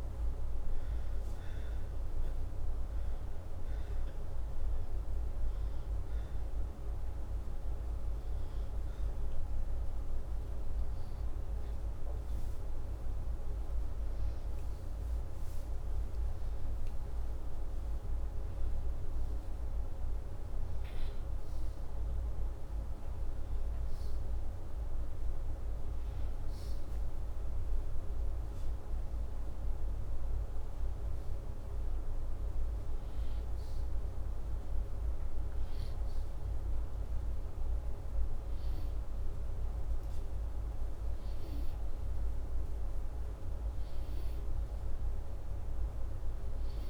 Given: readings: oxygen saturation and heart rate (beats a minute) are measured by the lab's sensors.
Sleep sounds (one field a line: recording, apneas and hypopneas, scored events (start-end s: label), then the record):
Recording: breathing in sleep, hard to hear, by a room microphone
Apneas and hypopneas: 1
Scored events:
0.00-16.50 s: oxygen desaturation (device-marked, oxygen 88% lowest, heart rate 82 extreme)
2.50-14.00 s: hypopnea (oxygen 95% before, 88% lowest, heart rate 84 before, 82 extreme, up 6 after)
17.00-21.00 s: arousal
From the record:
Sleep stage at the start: N2 (light sleep)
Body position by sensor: upright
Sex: male